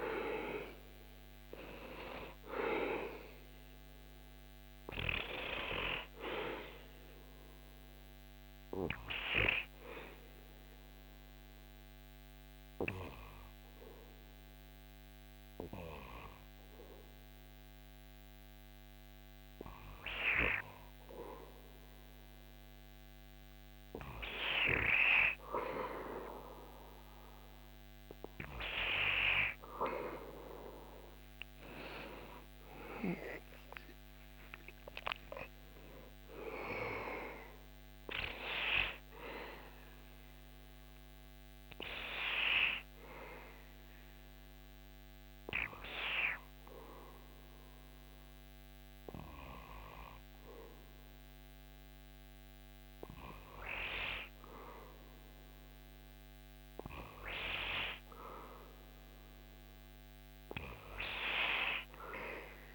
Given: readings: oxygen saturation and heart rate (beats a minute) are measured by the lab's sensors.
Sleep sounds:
breathing in sleep by a microphone on the trachea; 2
8.50-20.00 s: obstructive apnea (oxygen 98% before, 96% lowest, heart rate 76 before, 67 extreme, up 6 after)
21.50-25.50 s: arousal
42.00-56.50 s: hypopnea (oxygen 98% before, 96% lowest, heart rate 77 before, 67 extreme, up 4 after)
58.00-61.50 s: arousal
From the record:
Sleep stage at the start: N2 (light sleep); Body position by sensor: on the back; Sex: male

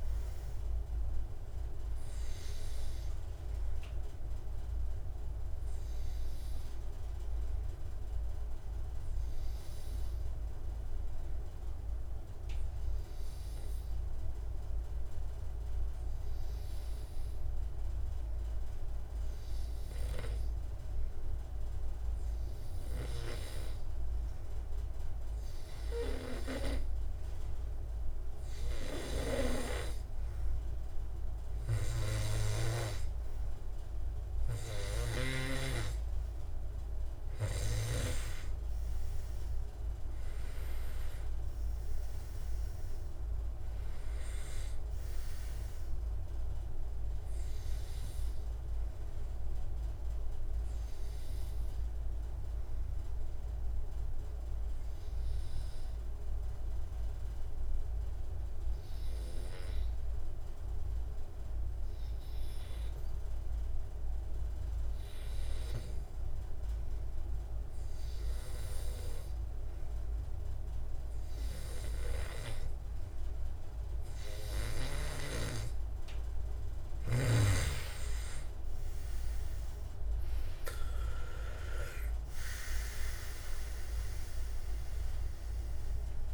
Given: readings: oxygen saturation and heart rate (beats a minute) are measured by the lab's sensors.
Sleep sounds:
breathing in sleep by a room microphone; 2
0.00-18.50 s: oxygen desaturation (device-marked, oxygen 93% lowest, heart rate 65 extreme)
5.50-27.50 s: obstructive apnea (oxygen 97% before, 89% lowest, heart rate 72 before, 65 extreme, up 4 after)
28.50-31.50 s: arousal
29.50-62.50 s: oxygen desaturation (device-marked, oxygen 98% before, 91% lowest, heart rate 68 before, 67 extreme)
52.00-75.50 s: obstructive apnea (oxygen 97% before, 89% lowest, heart rate 73 before, 67 extreme, up 6 after)
69.50-86.34 s: oxygen desaturation (device-marked, oxygen 98% before, 89% lowest, heart rate 69 before, 69 extreme)
From the record:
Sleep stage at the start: N2 (light sleep); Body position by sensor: on the back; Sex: male

